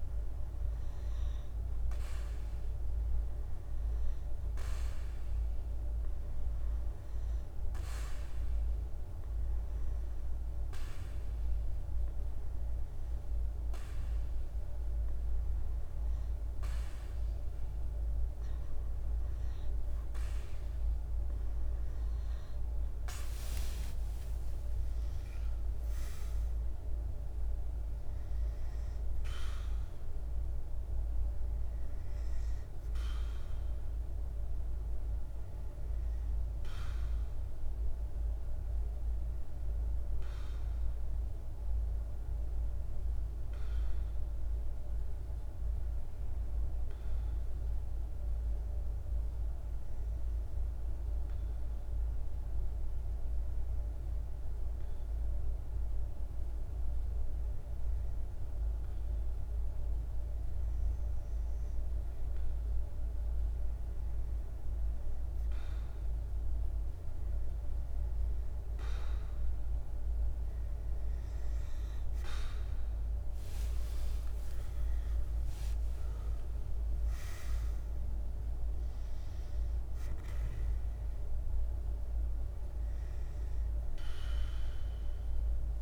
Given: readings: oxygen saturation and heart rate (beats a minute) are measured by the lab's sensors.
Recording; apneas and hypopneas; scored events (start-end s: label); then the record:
breathing in sleep, hard to hear, by a room microphone; 2
0.00-20.50 s: oxygen desaturation (device-marked, oxygen 89% lowest, heart rate 55 extreme)
6.00-16.50 s: hypopnea (oxygen 93% before, 89% lowest, heart rate 54 before, 56 extreme, up 13 after)
43.50-63.00 s: hypopnea (oxygen 94% before, 91% lowest, heart rate 61 before, 53 extreme, up 1 after)
64.50-85.82 s: oxygen desaturation (device-marked, oxygen 97% before, 91% lowest, heart rate 57 before, 51 extreme)
71.50-77.00 s: arousal
From the record:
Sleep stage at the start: REM sleep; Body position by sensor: on the back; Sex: male